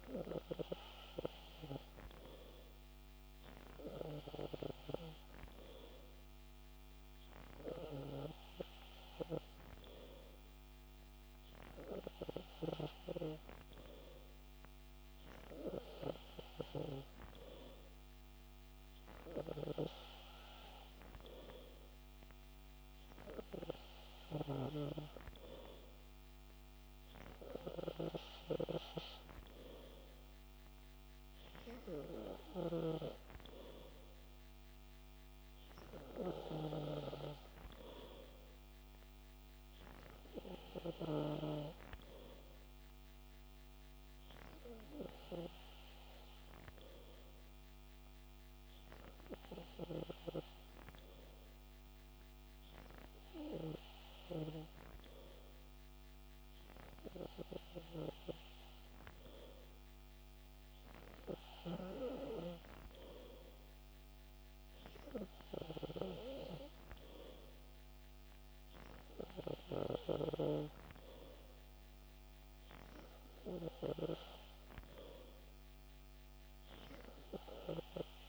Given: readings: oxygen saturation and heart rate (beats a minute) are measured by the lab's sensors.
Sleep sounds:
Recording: breathing in sleep by a microphone on the trachea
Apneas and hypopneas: none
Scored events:
none scored
From the record:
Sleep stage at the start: N3 (deep sleep)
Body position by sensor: on the back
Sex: male

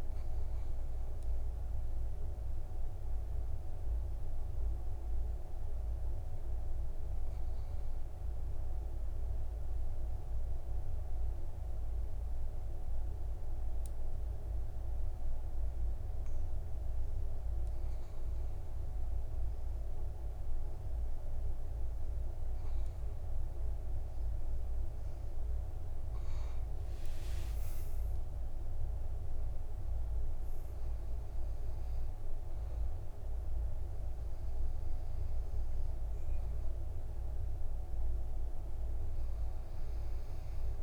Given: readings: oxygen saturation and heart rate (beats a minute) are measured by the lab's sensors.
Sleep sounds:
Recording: breathing in sleep, hard to hear, by a room microphone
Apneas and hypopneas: 1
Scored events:
2.00-12.00 s: oxygen desaturation (device-marked, oxygen 97% before, 94% lowest, heart rate 87 before, 48 extreme)
3.00-21.50 s: obstructive apnea (oxygen 98% before, 94% lowest, heart rate 83 before, 48 extreme, up 31 after)
24.00-27.50 s: arousal
26.00-40.82 s: oxygen desaturation (device-marked, oxygen 100% before, 94% lowest, heart rate 50 before, 47 extreme)
28.00-30.00 s: long interval between heartbeats (device-marked, heart rate 51 before, 78 extreme)
From the record:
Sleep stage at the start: N2 (light sleep)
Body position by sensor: on the back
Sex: male

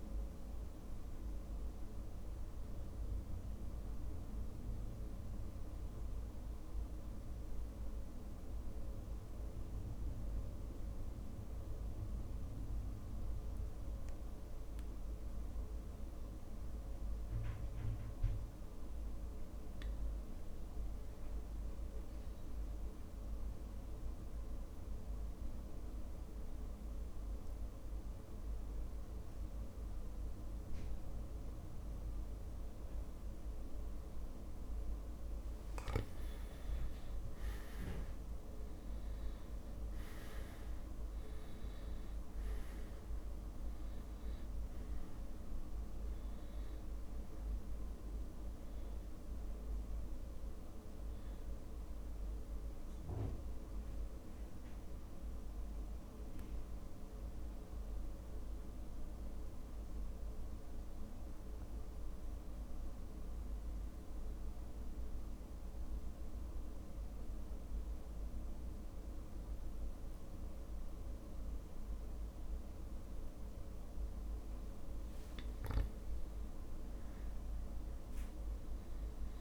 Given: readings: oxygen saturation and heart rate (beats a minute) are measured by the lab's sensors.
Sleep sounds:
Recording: a person partly awake in a sleep study, hard to hear, by a room microphone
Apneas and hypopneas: 2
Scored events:
0.50-60.50 s: new sleep stage, N2 (light sleep)
4.00-35.00 s: mixed apnea (oxygen 100% before, 90% lowest)
8.00-10.00 s: long interval between heartbeats (device-marked)
36.50-40.50 s: arousal
38.50-68.50 s: oxygen desaturation (device-marked, oxygen 99% before, 90% lowest)
53.50-74.50 s: central apnea (oxygen 100% before, 90% lowest)
60.50-79.41 s: new sleep stage, REM sleep
67.50-69.50 s: long interval between heartbeats (device-marked)
76.00-79.41 s: arousal
From the record:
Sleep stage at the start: awake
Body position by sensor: on the back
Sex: male

